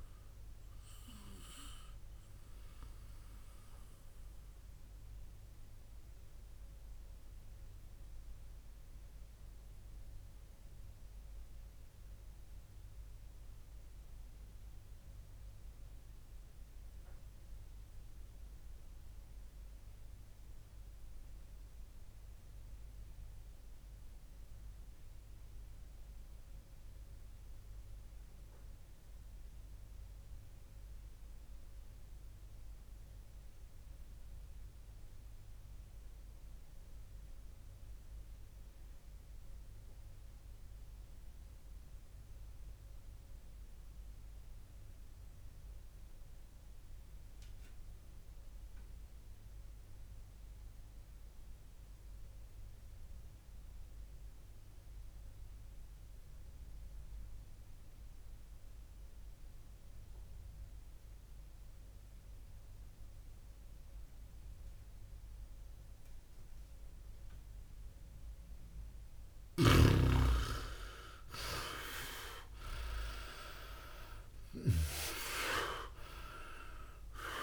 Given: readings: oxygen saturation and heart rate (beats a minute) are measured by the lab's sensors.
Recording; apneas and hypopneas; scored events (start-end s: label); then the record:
breathing in sleep by a room microphone; 1
0.00-4.00 s: oxygen desaturation (device-marked, oxygen 94% lowest, heart rate 54 extreme)
3.00-70.00 s: mixed apnea (oxygen 98% before, 92% lowest, heart rate 62 before, 47 extreme, up 28 after)
74.50-77.43 s: arousal
From the record:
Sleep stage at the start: REM sleep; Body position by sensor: on the back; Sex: male